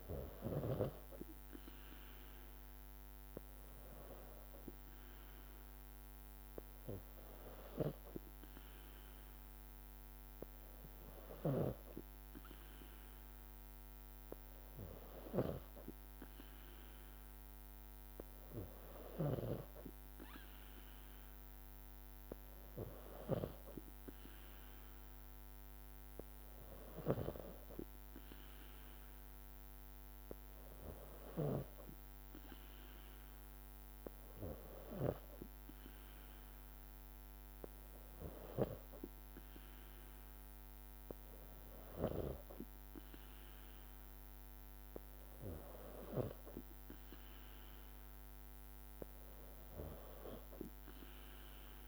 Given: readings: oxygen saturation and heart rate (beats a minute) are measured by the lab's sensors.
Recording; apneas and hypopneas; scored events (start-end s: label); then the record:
breathing in sleep by a microphone on the trachea; none
none scored
From the record:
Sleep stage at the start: N3 (deep sleep); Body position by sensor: on the back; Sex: female